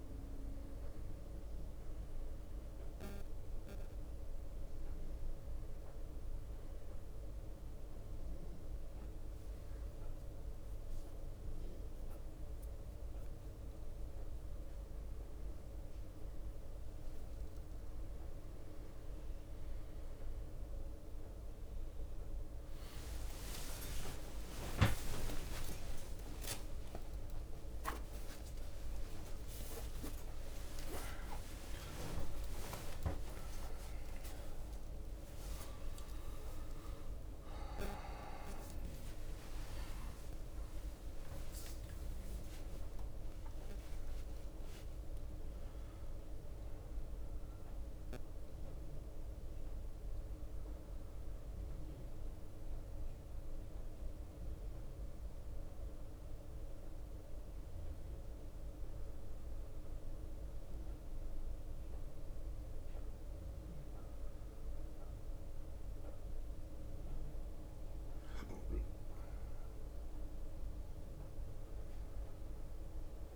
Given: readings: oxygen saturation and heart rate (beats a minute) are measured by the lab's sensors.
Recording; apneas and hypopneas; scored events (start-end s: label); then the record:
a person partly awake in a sleep study, by a room microphone; none
8.00-38.00 s: new sleep stage, awake
23.00-25.00 s: long interval between heartbeats (device-marked, heart rate 61 before, 72 extreme)
23.00-37.00 s: tachycardia (device-marked, heart rate 64 before, 145 extreme)
26.00-28.00 s: long interval between heartbeats (device-marked, heart rate 63 before, 103 extreme)
29.00-39.00 s: drop in pulse transit time (device-marked, heart rate 70 before, 121 extreme)
29.50-31.50 s: long interval between heartbeats (device-marked, heart rate 70 before, 121 extreme)
32.00-34.00 s: long interval between heartbeats (device-marked, heart rate 80 before, 125 extreme)
37.00-51.00 s: bradycardia (device-marked)
38.00-73.36 s: new sleep stage, N1 (lightest sleep)
50.00-58.00 s: drop in pulse transit time (device-marked)
70.00-73.36 s: arousal
From the record:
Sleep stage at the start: N1 (lightest sleep); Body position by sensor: on the right side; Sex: male